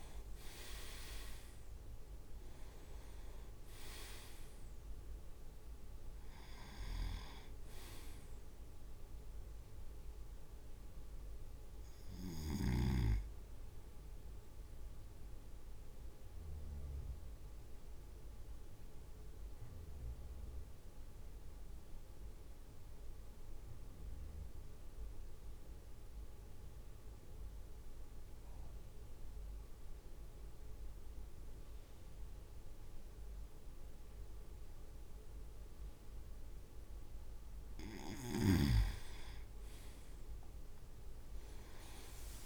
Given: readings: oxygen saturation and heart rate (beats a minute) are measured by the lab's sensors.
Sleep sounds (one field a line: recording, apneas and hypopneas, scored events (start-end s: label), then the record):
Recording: breathing in sleep by a room microphone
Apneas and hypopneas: 1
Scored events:
0.00-1.00 s: leg movement (device-marked)
0.00-10.50 s: drop in pulse transit time (device-marked, heart rate 54 extreme)
16.50-38.00 s: mixed apnea (oxygen 99% before, 95% lowest, heart rate 56 before, 52 extreme, up 8 after)
40.50-42.46 s: leg movement (device-marked)
From the record:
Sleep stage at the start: N2 (light sleep)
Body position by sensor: on the right side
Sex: male